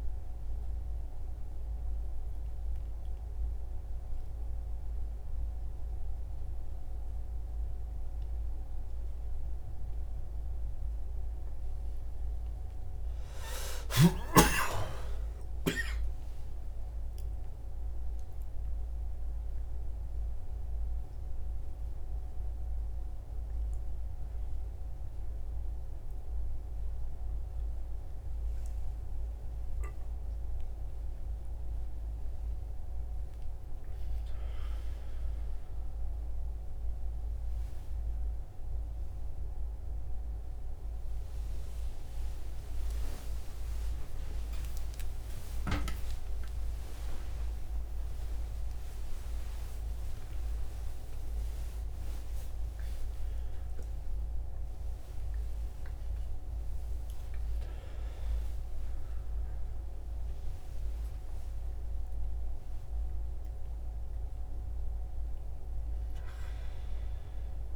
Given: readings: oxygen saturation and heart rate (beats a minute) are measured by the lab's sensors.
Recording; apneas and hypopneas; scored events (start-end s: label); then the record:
a person awake in a sleep study, by a room microphone; none
21.00-34.00 s: oxygen desaturation (device-marked, oxygen 99% before, 95% lowest, heart rate 85 before, 84 extreme)
From the record:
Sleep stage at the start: awake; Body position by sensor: on the right side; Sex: male